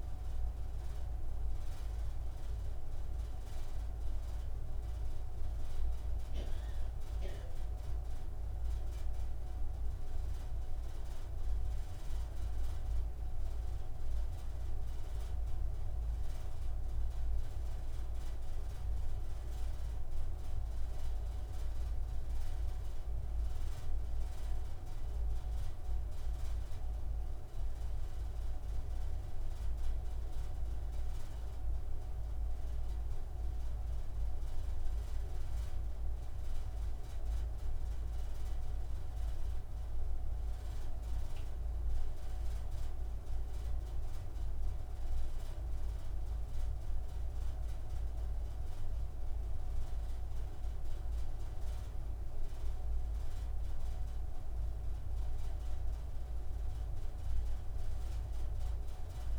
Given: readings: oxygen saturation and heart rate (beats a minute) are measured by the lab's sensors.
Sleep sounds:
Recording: breathing in sleep, hard to hear, by a room microphone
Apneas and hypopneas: none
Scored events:
none scored
From the record:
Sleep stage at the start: N2 (light sleep)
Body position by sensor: on the right side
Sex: male

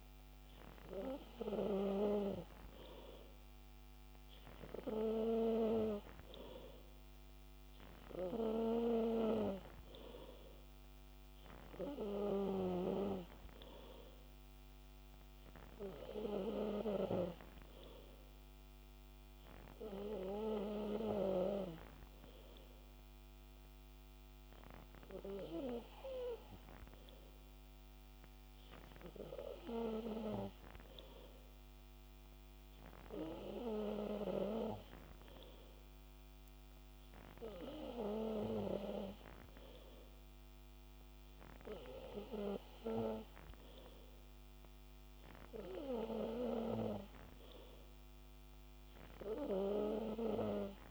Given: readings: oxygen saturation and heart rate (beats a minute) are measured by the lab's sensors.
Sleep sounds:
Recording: breathing in sleep by a microphone on the trachea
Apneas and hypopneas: none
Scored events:
none scored
From the record:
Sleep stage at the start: N2 (light sleep)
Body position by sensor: on the back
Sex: male

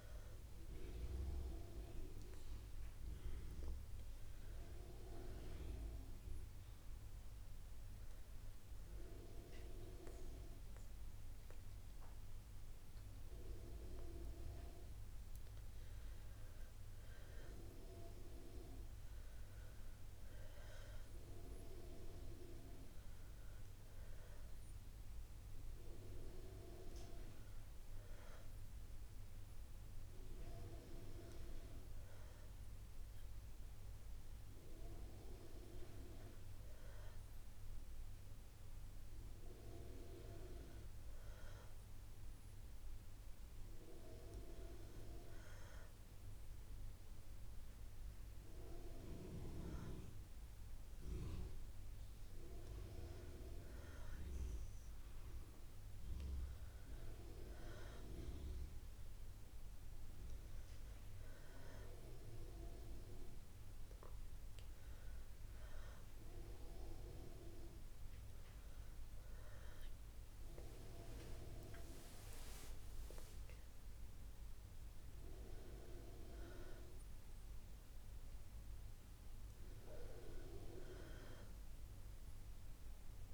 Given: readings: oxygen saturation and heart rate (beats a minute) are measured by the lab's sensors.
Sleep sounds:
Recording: breathing in sleep by a room microphone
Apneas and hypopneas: 1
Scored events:
0.00-2.00 s: arousal
5.00-16.00 s: hypopnea (oxygen 94% before, 89% lowest, heart rate 62 before, 60 extreme, up 2 after)
18.00-21.50 s: arousal
21.50-31.50 s: oxygen desaturation (device-marked, oxygen 94% before, 89% lowest, heart rate 62 before, 60 extreme)
From the record:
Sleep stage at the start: REM sleep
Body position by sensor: on the back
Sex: female

